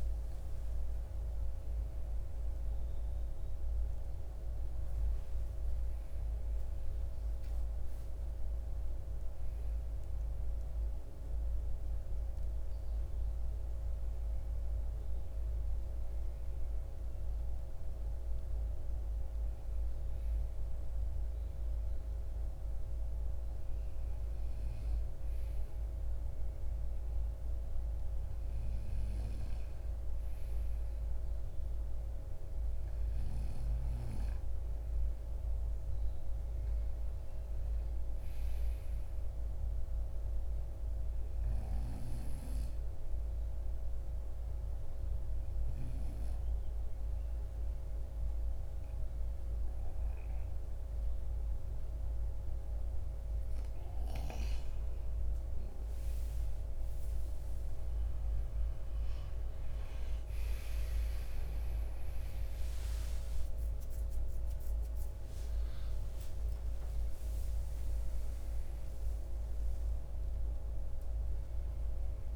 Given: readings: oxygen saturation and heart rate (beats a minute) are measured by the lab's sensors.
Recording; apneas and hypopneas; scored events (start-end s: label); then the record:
a person partly awake in a sleep study, hard to hear, by a room microphone; 1
0.00-13.50 s: oxygen desaturation (device-marked, oxygen 90% lowest, heart rate 52 extreme)
6.50-72.36 s: new sleep stage, N2 (light sleep)
33.50-46.50 s: oxygen desaturation (device-marked, oxygen 95% before, 91% lowest, heart rate 53 before, 57 extreme)
39.00-54.50 s: obstructive apnea (oxygen 95% before, 89% lowest, heart rate 55 before, 57 extreme, up 10 after)
62.00-65.50 s: arousal
66.50-72.36 s: oxygen desaturation (device-marked, oxygen 93% before, 89% lowest, heart rate 62 before, 52 extreme)
From the record:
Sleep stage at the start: awake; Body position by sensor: on the right side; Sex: male